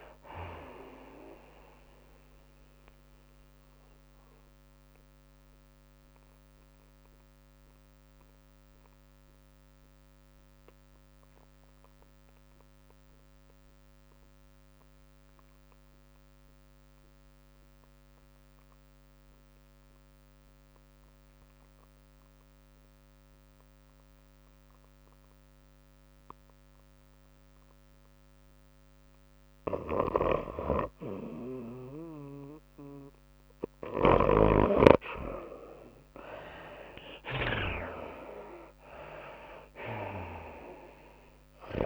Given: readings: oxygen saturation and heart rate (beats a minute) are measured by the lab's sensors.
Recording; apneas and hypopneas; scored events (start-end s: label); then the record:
breathing in sleep by a microphone on the trachea; 1
0.00-10.50 s: drop in pulse transit time (device-marked, heart rate 95 extreme)
0.00-12.50 s: oxygen desaturation (device-marked, oxygen 62% lowest, heart rate 83 extreme)
0.00-41.86 s: tachycardia (device-marked, heart rate 117 extreme)
2.50-41.86 s: new sleep stage, REM sleep
3.00-30.00 s: mixed apnea (oxygen 90% before, 62% lowest, heart rate 94 before, 102 extreme, up 5 after)
17.50-41.86 s: oxygen desaturation (device-marked, oxygen 99% before, 68% lowest, heart rate 110 before, 98 extreme)
18.50-20.50 s: long interval between heartbeats (device-marked, heart rate 111 before, 106 extreme)
33.50-37.50 s: arousal
38.50-41.86 s: drop in pulse transit time (device-marked, heart rate 105 before, 109 extreme)
From the record:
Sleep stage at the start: N2 (light sleep); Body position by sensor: on the back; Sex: female